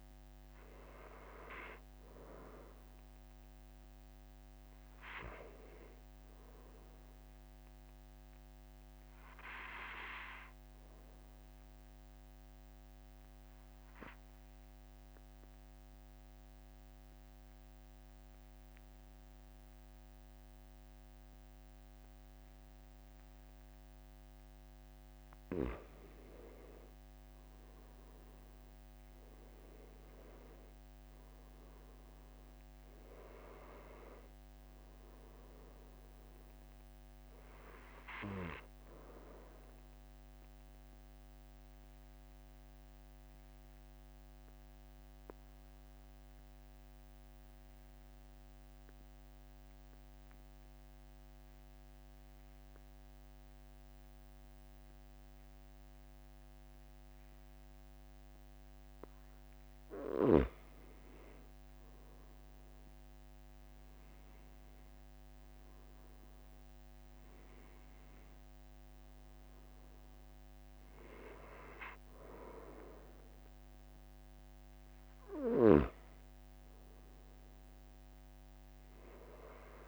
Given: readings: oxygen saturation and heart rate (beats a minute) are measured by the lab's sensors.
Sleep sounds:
breathing in sleep by a microphone on the trachea; 2
0.00-17.00 s: oxygen desaturation (device-marked, oxygen 90% lowest, heart rate 44 extreme)
10.50-25.50 s: obstructive apnea (oxygen 95% before, 90% lowest, heart rate 46 before, 44 extreme, up 3 after)
28.50-33.00 s: arousal
41.00-59.00 s: mixed apnea (oxygen 96% before, 92% lowest, heart rate 46 before, 44 extreme, up 3 after)
62.00-67.00 s: arousal
72.00-79.88 s: oxygen desaturation (device-marked, oxygen 96% before, 92% lowest, heart rate 46 before, 44 extreme)
From the record:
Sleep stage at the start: N2 (light sleep); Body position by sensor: on the back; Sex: male

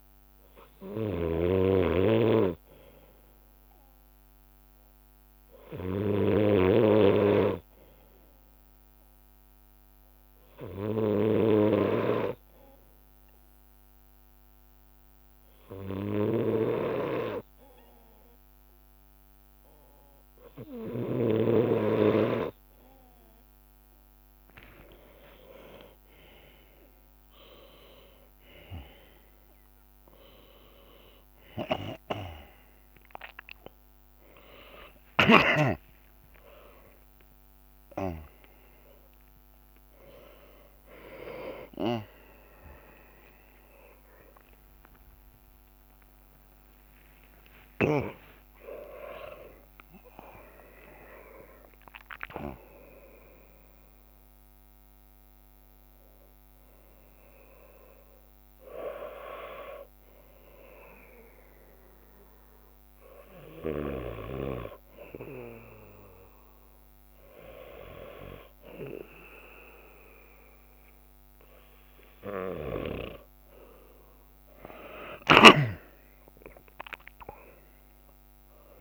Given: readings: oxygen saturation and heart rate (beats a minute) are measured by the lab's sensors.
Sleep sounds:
a person partly awake in a sleep study, by a microphone on the trachea; none
0.00-1.50 s: leg movement (device-marked)
0.00-1.50 s: long interval between heartbeats (device-marked, heart rate 46 extreme)
0.00-20.50 s: bradycardia (device-marked, heart rate 32 extreme)
3.50-10.50 s: leg movement (device-marked)
8.00-10.00 s: long interval between heartbeats (device-marked, heart rate 48 before, 43 extreme)
11.00-13.00 s: long interval between heartbeats (device-marked, heart rate 47 before, 47 extreme)
12.50-19.50 s: leg movement (device-marked)
14.50-44.50 s: new sleep stage, awake
21.00-29.00 s: leg movement (device-marked)
24.50-26.50 s: long interval between heartbeats (device-marked, heart rate 47 before, 78 extreme)
26.50-28.50 s: long interval between heartbeats (device-marked, heart rate 51 before, 78 extreme)
26.50-32.50 s: bradycardia (device-marked, heart rate 53 before, 38 extreme)
30.00-32.00 s: long interval between heartbeats (device-marked, heart rate 56 before, 59 extreme)
31.50-54.50 s: drop in pulse transit time (device-marked, heart rate 57 before, 38 extreme)
33.00-35.00 s: long interval between heartbeats (device-marked, heart rate 57 before, 39 extreme)
35.50-37.50 s: long interval between heartbeats (device-marked, heart rate 57 before, 66 extreme)
44.50-78.81 s: new sleep stage, N2 (light sleep)
45.00-47.00 s: long interval between heartbeats (device-marked, heart rate 67 before, 78 extreme)
54.50-61.00 s: leg movement (device-marked)
61.50-67.00 s: leg movement (device-marked)
61.50-72.50 s: bradycardia (device-marked, heart rate 54 before, 57 extreme)
74.50-76.00 s: leg movement (device-marked)
75.50-78.81 s: arousal
From the record:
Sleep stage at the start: N2 (light sleep); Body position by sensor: on the left side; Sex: male

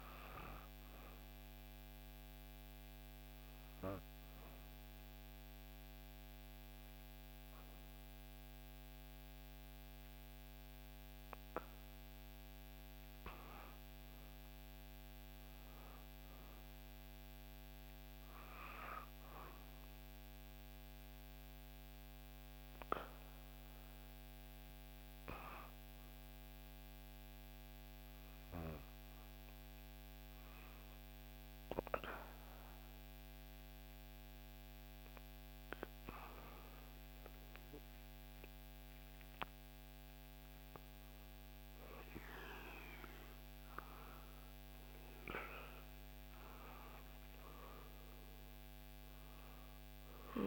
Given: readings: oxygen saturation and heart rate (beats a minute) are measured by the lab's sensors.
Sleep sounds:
breathing in sleep by a microphone on the trachea; 2
0.00-13.50 s: oxygen desaturation (device-marked, oxygen 87% lowest, heart rate 58 extreme)
2.00-13.00 s: obstructive apnea (oxygen 99% before, 87% lowest, heart rate 63 before, 58 extreme, up 6 after)
14.00-17.00 s: arousal
26.00-36.00 s: obstructive apnea (oxygen 98% before, 92% lowest, heart rate 61 before, 59 extreme, up 5 after)
37.50-41.00 s: arousal
39.50-50.47 s: oxygen desaturation (device-marked, oxygen 96% before, 92% lowest, heart rate 61 before, 59 extreme)
From the record:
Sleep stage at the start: N2 (light sleep); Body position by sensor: on the back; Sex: female

